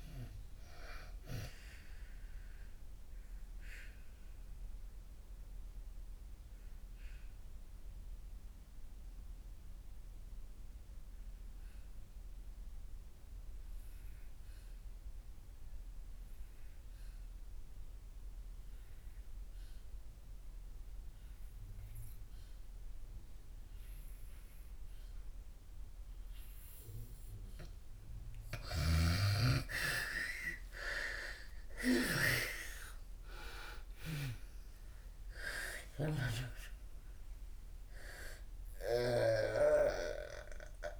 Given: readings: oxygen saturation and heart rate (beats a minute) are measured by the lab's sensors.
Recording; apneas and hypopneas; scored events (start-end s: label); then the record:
breathing in sleep by a room microphone; 1
0.00-19.00 s: oxygen desaturation (device-marked, oxygen 85% lowest, heart rate 57 extreme)
1.50-27.00 s: obstructive apnea (oxygen 96% before, 79% lowest, heart rate 69 before, 57 extreme, up 14 after)
21.00-40.99 s: oxygen desaturation (device-marked, oxygen 99% before, 79% lowest, heart rate 63 before, 60 extreme)
29.50-33.50 s: arousal
From the record:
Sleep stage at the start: N2 (light sleep); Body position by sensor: on the back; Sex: female